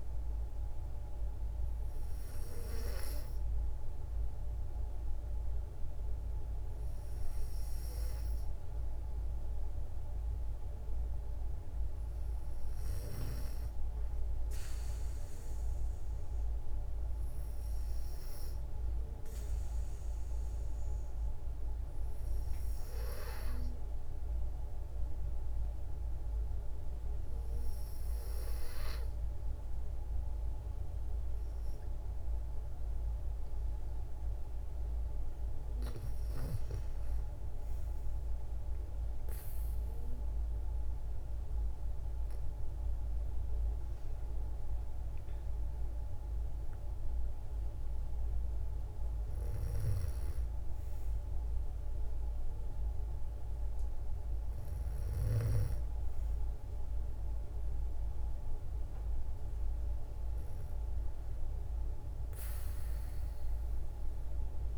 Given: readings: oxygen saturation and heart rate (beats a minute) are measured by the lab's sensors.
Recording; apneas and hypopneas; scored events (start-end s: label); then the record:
breathing in sleep by a room microphone; 1
15.00-28.00 s: hypopnea (oxygen 94% before, 91% lowest, heart rate 59 before, 57 extreme, up 1 after)
31.00-35.50 s: arousal
From the record:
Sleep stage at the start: N2 (light sleep); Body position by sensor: on the back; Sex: female